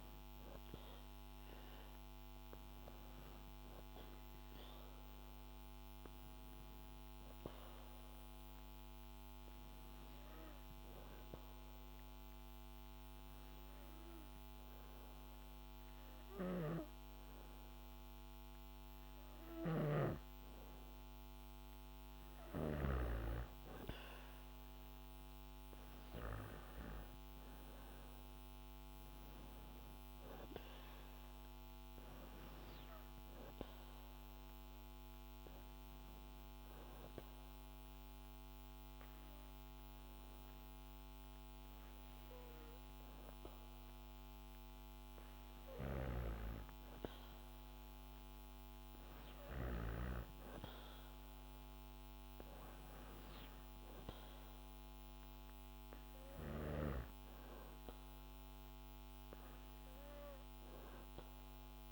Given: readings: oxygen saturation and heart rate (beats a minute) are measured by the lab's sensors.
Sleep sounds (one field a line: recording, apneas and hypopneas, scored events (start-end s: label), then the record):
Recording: breathing in sleep by a microphone on the trachea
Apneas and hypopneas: 2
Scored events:
9.00-20.00 s: obstructive apnea (oxygen 98% before, 94% lowest, heart rate 69 before, 68 extreme, up 0 after)
22.50-26.50 s: arousal
27.00-44.00 s: oxygen desaturation (device-marked, oxygen 97% before, 94% lowest, heart rate 71 before, 67 extreme)
35.50-46.00 s: obstructive apnea (oxygen 97% before, 94% lowest, heart rate 69 before, 67 extreme, up 0 after)
49.00-52.50 s: arousal
From the record:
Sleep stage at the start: N2 (light sleep)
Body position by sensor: on the back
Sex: female